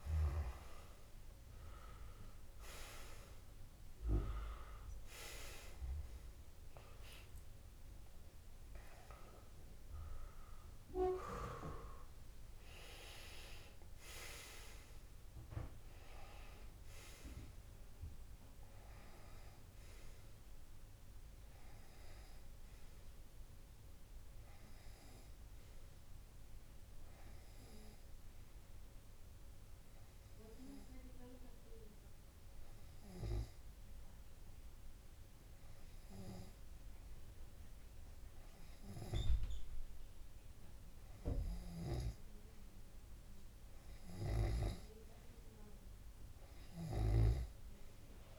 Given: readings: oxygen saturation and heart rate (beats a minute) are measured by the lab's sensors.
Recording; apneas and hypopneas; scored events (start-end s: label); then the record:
breathing in sleep by a room microphone; none
0.00-1.00 s: arousal
From the record:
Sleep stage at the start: N2 (light sleep); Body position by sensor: on the left side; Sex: male